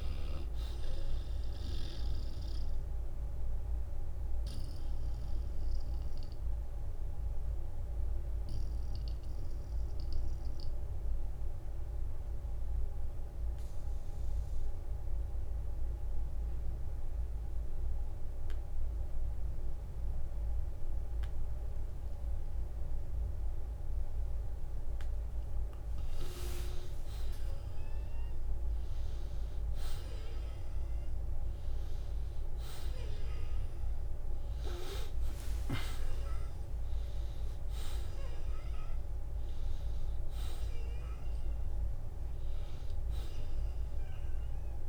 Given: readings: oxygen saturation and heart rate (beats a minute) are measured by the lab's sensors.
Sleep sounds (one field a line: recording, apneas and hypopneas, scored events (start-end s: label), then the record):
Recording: breathing in sleep by a room microphone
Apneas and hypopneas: 1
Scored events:
3.00-24.50 s: obstructive apnea (oxygen 97% before, 85% lowest, heart rate 59 before, 40 extreme, up 8 after)
9.00-26.00 s: oxygen desaturation (device-marked, oxygen 93% before, 85% lowest, heart rate 62 before, 40 extreme)
25.00-27.00 s: long interval between heartbeats (device-marked, heart rate 54 before, 44 extreme)
34.50-36.50 s: long interval between heartbeats (device-marked, heart rate 48 before, 58 extreme)
35.50-41.00 s: arousal
From the record:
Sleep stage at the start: N2 (light sleep)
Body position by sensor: on the back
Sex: male